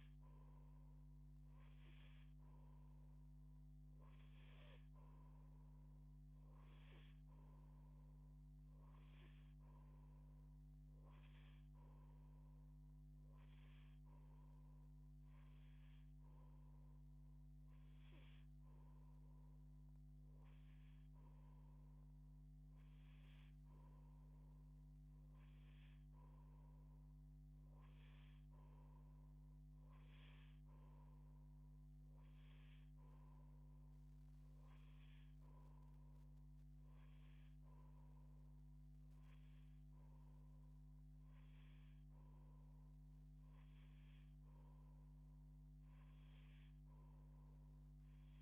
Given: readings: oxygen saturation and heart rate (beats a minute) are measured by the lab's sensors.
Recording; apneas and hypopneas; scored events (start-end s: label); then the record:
breathing in sleep, hard to hear, by a microphone on the trachea; none
none scored
From the record:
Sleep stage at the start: N2 (light sleep); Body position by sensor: on the back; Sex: female